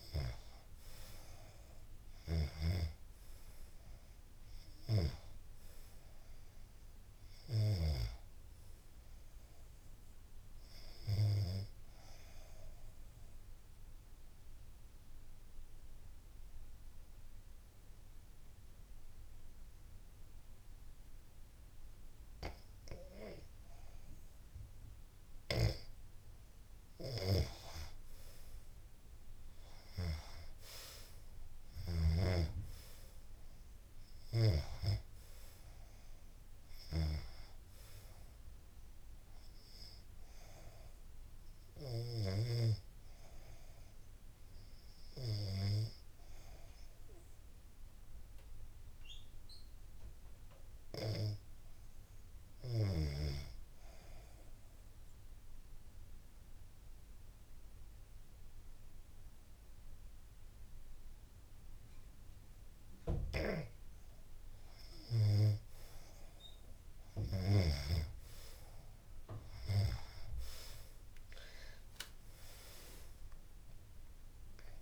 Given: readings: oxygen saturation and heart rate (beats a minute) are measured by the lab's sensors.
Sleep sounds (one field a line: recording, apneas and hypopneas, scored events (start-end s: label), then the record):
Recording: breathing in sleep by a room microphone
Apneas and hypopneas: 2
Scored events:
0.00-9.50 s: oxygen desaturation (device-marked, oxygen 90% lowest, heart rate 71 extreme)
11.00-24.50 s: obstructive apnea (oxygen 95% before, 88% lowest, heart rate 79 before, 71 extreme, up 9 after)
26.50-41.50 s: oxygen desaturation (device-marked, oxygen 96% before, 90% lowest, heart rate 76 before, 70 extreme)
27.00-30.50 s: arousal
53.00-64.00 s: obstructive apnea (oxygen 96% before, 86% lowest, heart rate 79 before, 70 extreme, up 10 after)
55.50-74.82 s: oxygen desaturation (device-marked, oxygen 96% before, 88% lowest, heart rate 78 before, 70 extreme)
66.50-71.50 s: arousal
From the record:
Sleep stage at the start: REM sleep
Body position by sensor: on the back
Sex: female